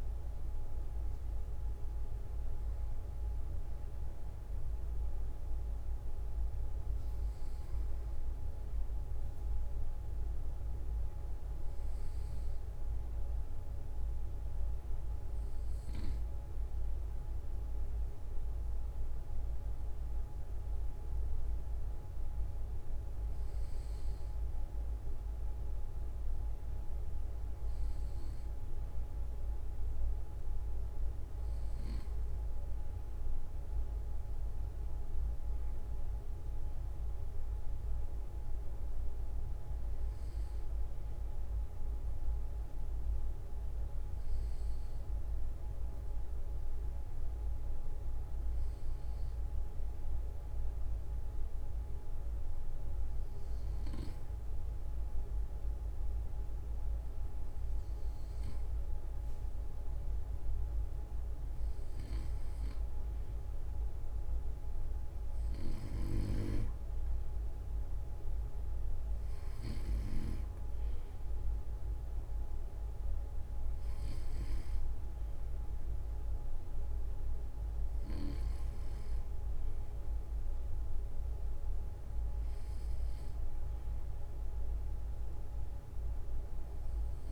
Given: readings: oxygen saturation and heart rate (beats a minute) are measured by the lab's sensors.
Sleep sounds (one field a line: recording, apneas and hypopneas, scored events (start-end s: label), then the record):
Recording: breathing in sleep, hard to hear, by a room microphone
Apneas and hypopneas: none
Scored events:
65.50-70.00 s: snoring (device-marked)
From the record:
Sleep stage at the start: N2 (light sleep)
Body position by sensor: on the right side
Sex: male